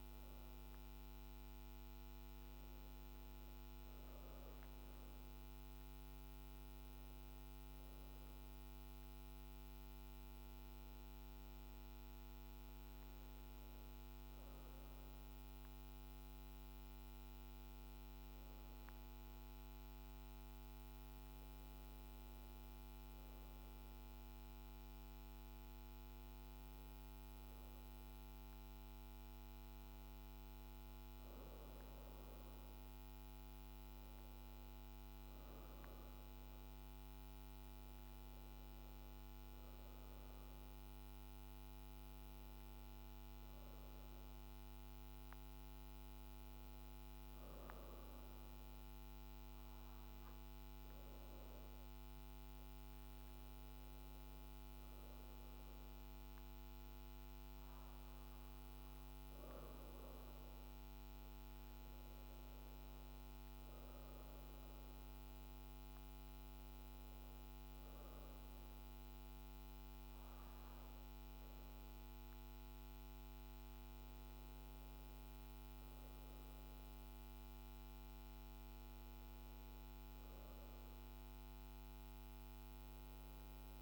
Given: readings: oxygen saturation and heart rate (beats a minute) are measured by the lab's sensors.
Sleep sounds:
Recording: breathing in sleep, hard to hear, by a microphone on the trachea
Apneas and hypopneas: none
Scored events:
63.00-69.00 s: oxygen desaturation (device-marked, oxygen 95% before, 92% lowest, heart rate 55 before, 52 extreme)
From the record:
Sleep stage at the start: N2 (light sleep)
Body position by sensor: on the back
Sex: female

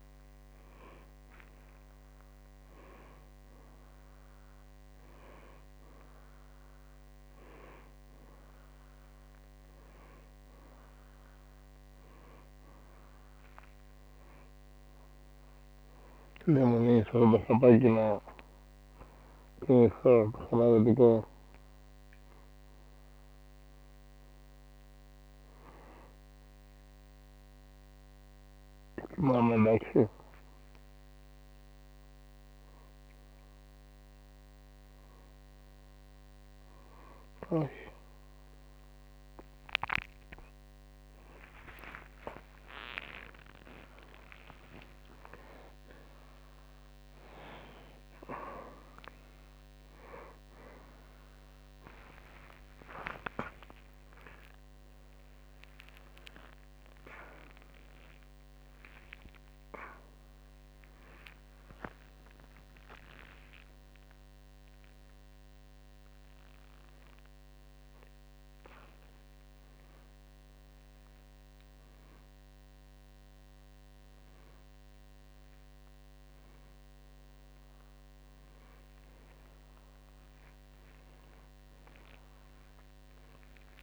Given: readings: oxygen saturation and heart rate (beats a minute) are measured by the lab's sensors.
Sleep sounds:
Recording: a person awake in a sleep study, by a microphone on the trachea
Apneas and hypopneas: none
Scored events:
16.00-20.00 s: snoring (device-marked)
From the record:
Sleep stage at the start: awake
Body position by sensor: on the back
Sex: male

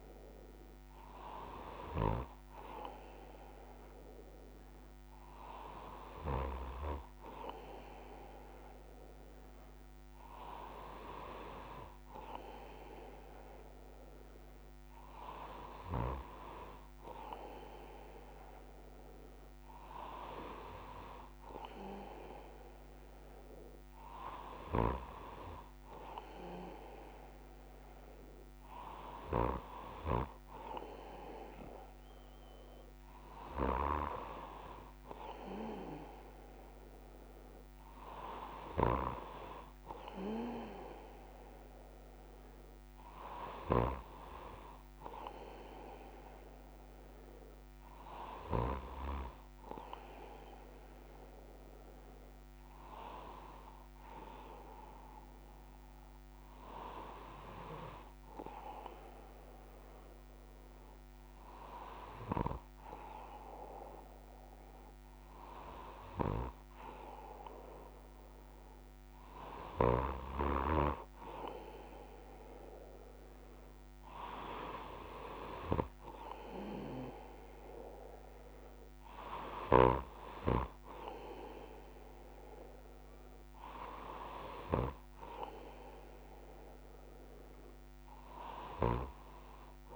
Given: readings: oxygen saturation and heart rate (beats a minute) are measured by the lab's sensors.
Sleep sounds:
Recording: breathing in sleep by a microphone on the trachea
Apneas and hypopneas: none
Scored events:
54.00-89.96 s: new sleep stage, N1 (lightest sleep)
From the record:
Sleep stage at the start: N3 (deep sleep)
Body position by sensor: on the left side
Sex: male

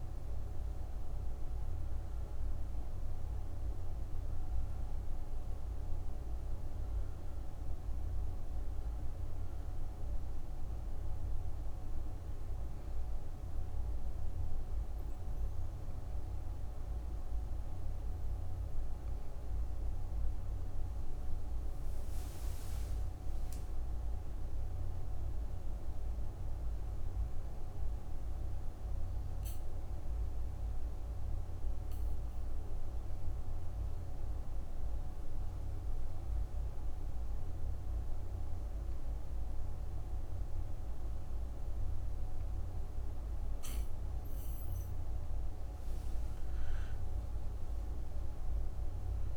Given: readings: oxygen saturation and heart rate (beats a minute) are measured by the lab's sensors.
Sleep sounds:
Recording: breathing in sleep, hard to hear, by a room microphone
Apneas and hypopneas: 2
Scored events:
0.00-26.50 s: oxygen desaturation (device-marked, oxygen 83% lowest, heart rate 60 extreme)
11.50-23.00 s: obstructive apnea (oxygen 97% before, 83% lowest, heart rate 69 before, 60 extreme, up 9 after)
24.50-27.50 s: arousal
30.00-44.50 s: obstructive apnea (oxygen 98% before, 86% lowest, heart rate 65 before, 56 extreme, up 7 after)
46.00-49.37 s: arousal
From the record:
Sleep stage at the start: N2 (light sleep)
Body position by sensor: on the back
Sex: female

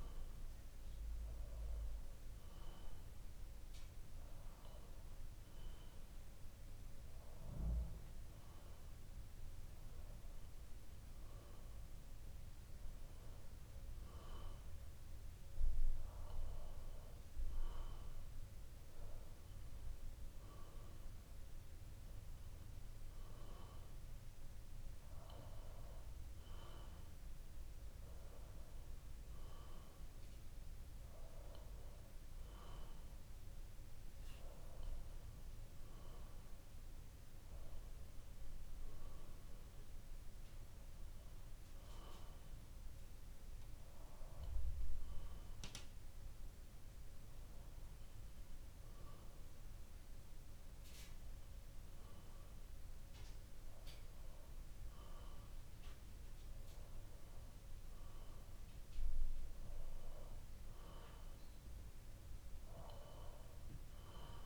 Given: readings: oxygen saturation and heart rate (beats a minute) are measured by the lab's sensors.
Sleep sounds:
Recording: breathing in sleep by a room microphone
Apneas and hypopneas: none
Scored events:
43.50-46.50 s: bradycardia (device-marked, heart rate 64 before, 61 extreme)
From the record:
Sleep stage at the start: N2 (light sleep)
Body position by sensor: on the back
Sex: male

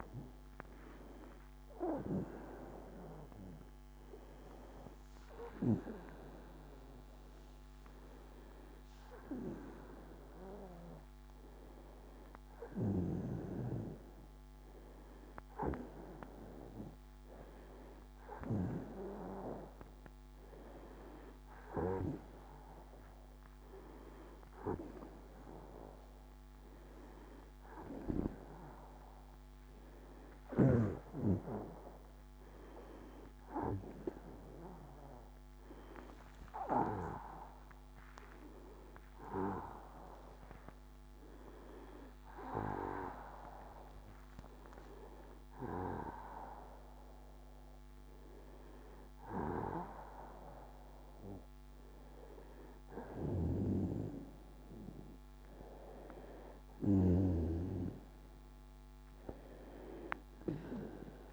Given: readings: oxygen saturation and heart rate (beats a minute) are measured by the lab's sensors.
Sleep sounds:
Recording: a person partly awake in a sleep study, by a microphone on the trachea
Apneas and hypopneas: none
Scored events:
13.50-43.50 s: new sleep stage, awake
43.50-61.33 s: new sleep stage, N2 (light sleep)
From the record:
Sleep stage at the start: N1 (lightest sleep)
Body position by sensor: on the back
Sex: female

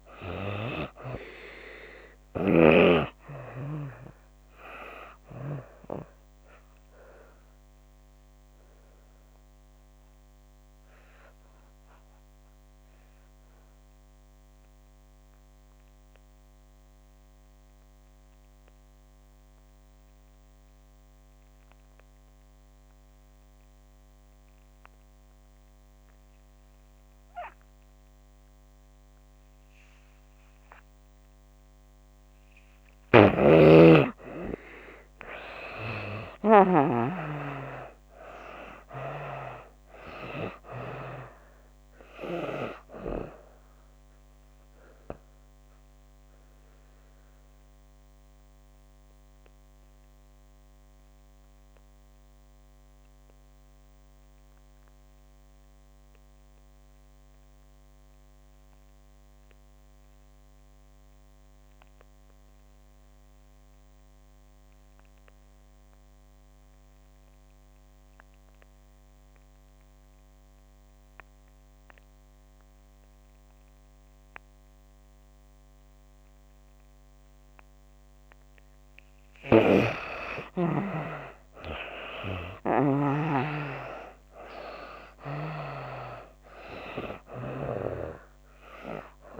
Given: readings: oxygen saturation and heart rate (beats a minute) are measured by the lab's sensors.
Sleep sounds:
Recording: breathing in sleep by a microphone on the trachea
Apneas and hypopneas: 2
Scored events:
0.00-26.00 s: oxygen desaturation (device-marked, oxygen 66% lowest)
6.00-31.50 s: obstructive apnea (oxygen 95% before, 66% lowest)
33.00-37.00 s: snoring (device-marked)
33.50-37.00 s: arousal
39.00-64.00 s: oxygen desaturation (device-marked, oxygen 95% before, 69% lowest)
45.00-79.00 s: obstructive apnea (oxygen 96% before, 64% lowest)
66.00-89.40 s: oxygen desaturation (device-marked, oxygen 96% before, 64% lowest)
81.00-84.50 s: arousal
From the record:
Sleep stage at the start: N2 (light sleep)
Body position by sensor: on the back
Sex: female

